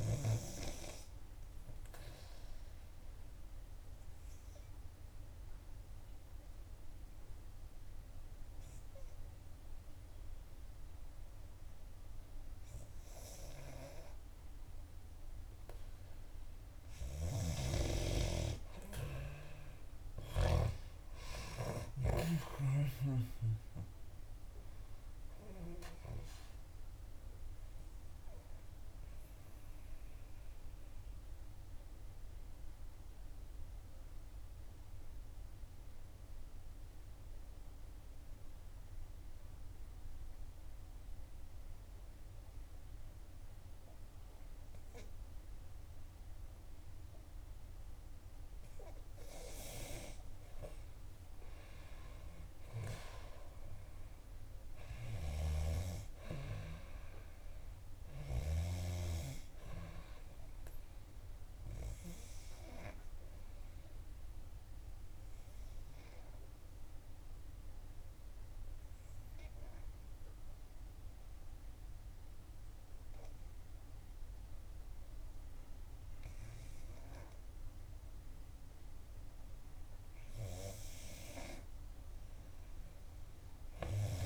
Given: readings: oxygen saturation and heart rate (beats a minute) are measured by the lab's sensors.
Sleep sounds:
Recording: breathing in sleep by a room microphone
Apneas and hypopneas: 3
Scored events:
0.00-12.50 s: oxygen desaturation (device-marked, oxygen 91% lowest, heart rate 59 extreme)
2.00-16.50 s: obstructive apnea (oxygen 94% before, 91% lowest, heart rate 65 before, 57 extreme, up 8 after)
20.50-25.00 s: arousal
22.50-43.50 s: oxygen desaturation (device-marked, oxygen 95% before, 91% lowest, heart rate 64 before, 57 extreme)
29.00-48.00 s: obstructive apnea (oxygen 95% before, 91% lowest, heart rate 65 before, 57 extreme, up 10 after)
50.50-54.00 s: arousal
52.50-75.50 s: oxygen desaturation (device-marked, oxygen 97% before, 92% lowest, heart rate 61 before, 61 extreme)
65.00-79.50 s: obstructive apnea (oxygen 97% before, 91% lowest, heart rate 65 before, 59 extreme, up 8 after)
From the record:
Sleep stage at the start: N2 (light sleep)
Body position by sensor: on the back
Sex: female

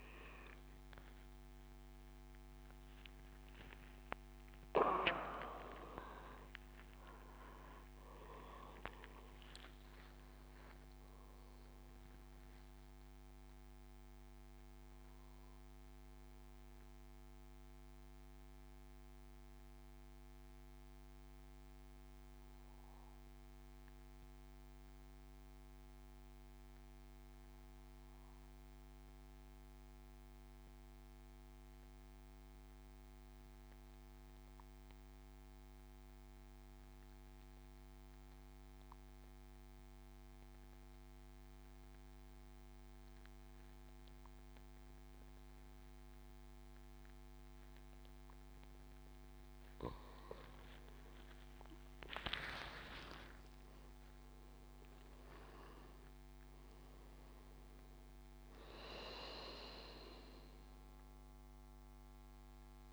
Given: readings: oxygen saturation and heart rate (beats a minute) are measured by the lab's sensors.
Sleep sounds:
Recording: breathing in sleep by a microphone on the trachea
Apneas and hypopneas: 1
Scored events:
0.00-18.50 s: oxygen desaturation (device-marked, oxygen 89% lowest, heart rate 66 extreme)
13.00-47.00 s: mixed apnea (oxygen 96% before, 87% lowest, heart rate 83 before, 62 extreme, up 11 after)
40.50-62.93 s: oxygen desaturation (device-marked, oxygen 99% before, 87% lowest, heart rate 69 before, 62 extreme)
50.00-53.00 s: arousal
From the record:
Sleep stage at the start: N2 (light sleep)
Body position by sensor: on the back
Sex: male

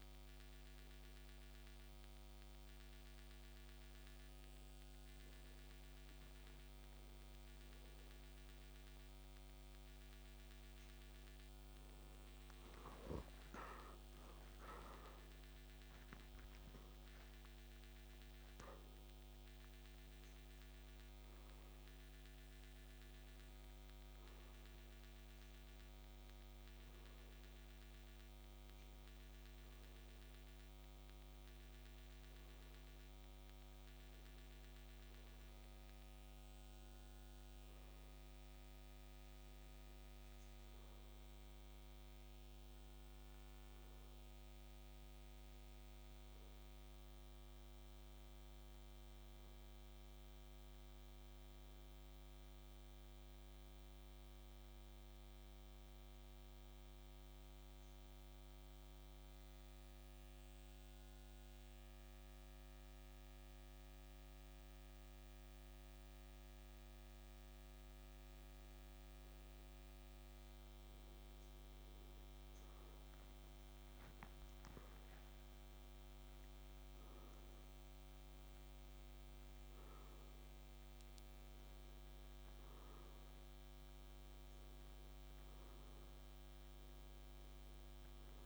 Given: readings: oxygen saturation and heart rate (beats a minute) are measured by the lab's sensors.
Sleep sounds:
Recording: a person partly awake in a sleep study, hard to hear, by a microphone on the trachea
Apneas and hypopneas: 1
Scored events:
18.50-88.46 s: new sleep stage, N1 (lightest sleep)
48.50-51.00 s: arousal
53.00-71.50 s: hypopnea (oxygen 94% before, 90% lowest, heart rate 56 before, 55 extreme, up 2 after)
74.00-77.50 s: arousal
From the record:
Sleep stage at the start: awake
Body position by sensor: on the back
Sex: male

